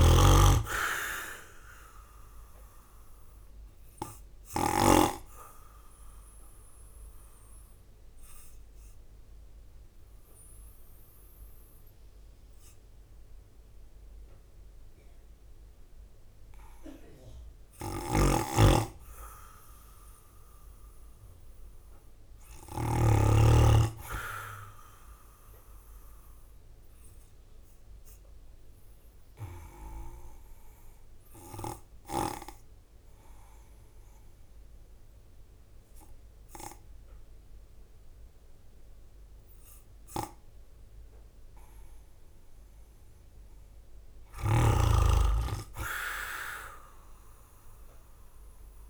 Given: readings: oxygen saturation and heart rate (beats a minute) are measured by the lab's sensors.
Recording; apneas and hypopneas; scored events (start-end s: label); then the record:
breathing in sleep by a room microphone; 2
0.00-4.50 s: snoring (device-marked)
0.00-5.00 s: oxygen desaturation (device-marked, oxygen 97% before, 93% lowest, heart rate 52 before, 49 extreme)
0.00-13.00 s: drop in pulse transit time (device-marked, heart rate 52 before, 49 extreme)
5.00-17.50 s: obstructive apnea (oxygen 97% before, 93% lowest, heart rate 53 before, 49 extreme, up 5 after)
17.50-23.00 s: snoring (device-marked)
19.50-23.00 s: arousal
24.00-42.00 s: oxygen desaturation (device-marked, oxygen 98% before, 93% lowest, heart rate 52 before, 47 extreme)
31.50-43.00 s: obstructive apnea (oxygen 98% before, 93% lowest, heart rate 52 before, 47 extreme, up 4 after)
45.50-48.90 s: arousal
From the record:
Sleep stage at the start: N2 (light sleep); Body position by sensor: on the right side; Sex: male